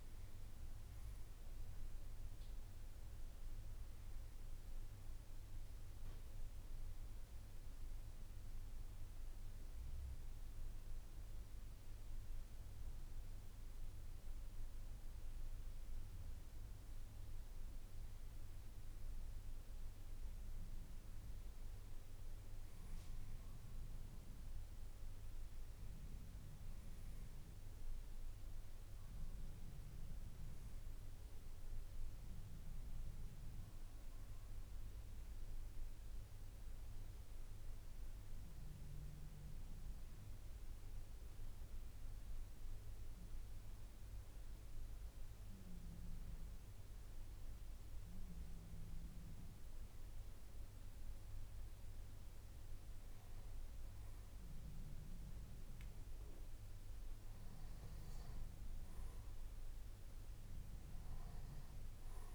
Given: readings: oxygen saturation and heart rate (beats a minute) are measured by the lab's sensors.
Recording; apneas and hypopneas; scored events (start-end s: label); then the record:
breathing in sleep, hard to hear, by a room microphone; 2
0.00-11.50 s: oxygen desaturation (device-marked, oxygen 88% lowest, heart rate 54 extreme)
8.50-21.00 s: obstructive apnea (oxygen 96% before, 92% lowest, heart rate 65 before, 54 extreme, up 9 after)
39.00-52.50 s: hypopnea (oxygen 99% before, 92% lowest, heart rate 60 before, 52 extreme, up 2 after)
From the record:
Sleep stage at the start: N3 (deep sleep); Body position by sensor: on the back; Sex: male